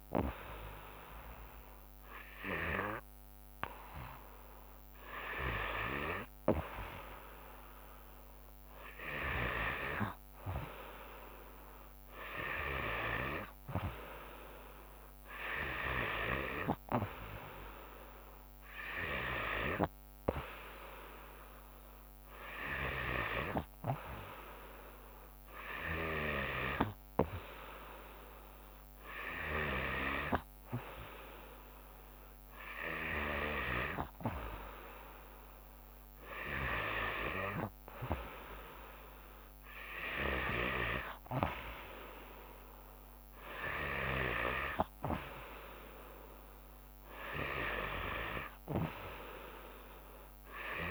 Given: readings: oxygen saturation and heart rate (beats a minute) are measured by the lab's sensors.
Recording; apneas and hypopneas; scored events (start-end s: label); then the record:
breathing in sleep by a microphone on the trachea; none
29.50-34.00 s: snoring (device-marked)
From the record:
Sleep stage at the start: N3 (deep sleep); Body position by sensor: on the back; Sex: female